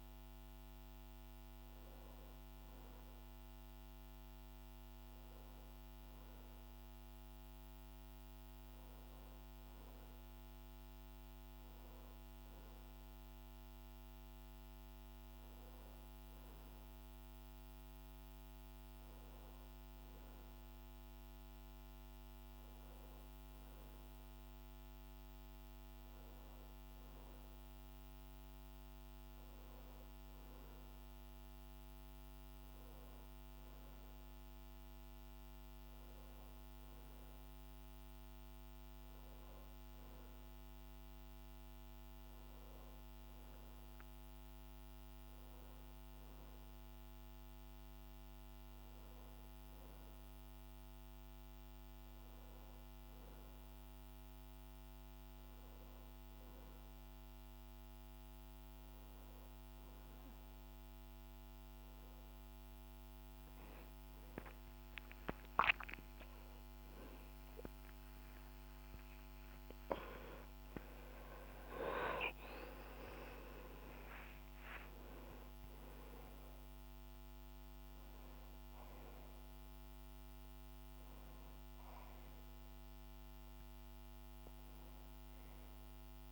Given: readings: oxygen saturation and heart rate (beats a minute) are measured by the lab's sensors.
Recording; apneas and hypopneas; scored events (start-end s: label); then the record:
breathing in sleep, hard to hear, by a microphone on the trachea; none
60.00-86.32 s: new sleep stage, N1 (lightest sleep)
65.50-70.00 s: arousal
From the record:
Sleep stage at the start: N2 (light sleep); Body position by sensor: on the back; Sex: male